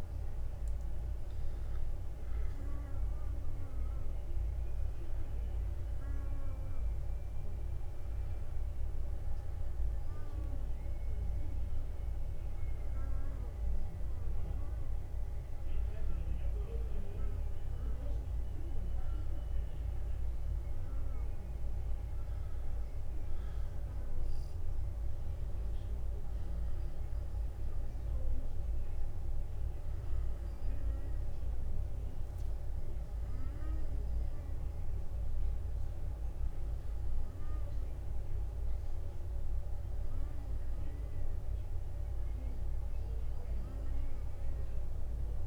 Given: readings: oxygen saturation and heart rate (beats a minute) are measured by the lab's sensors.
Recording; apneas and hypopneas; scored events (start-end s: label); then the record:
breathing in sleep, hard to hear, by a room microphone; 1
8.00-23.00 s: hypopnea (oxygen 95% before, 94% lowest, heart rate 56 before, 50 extreme, up 11 after)
26.50-30.50 s: arousal
40.00-42.00 s: long interval between heartbeats (device-marked, heart rate 57 before, 59 extreme)
From the record:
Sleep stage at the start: N2 (light sleep); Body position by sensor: on the back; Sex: male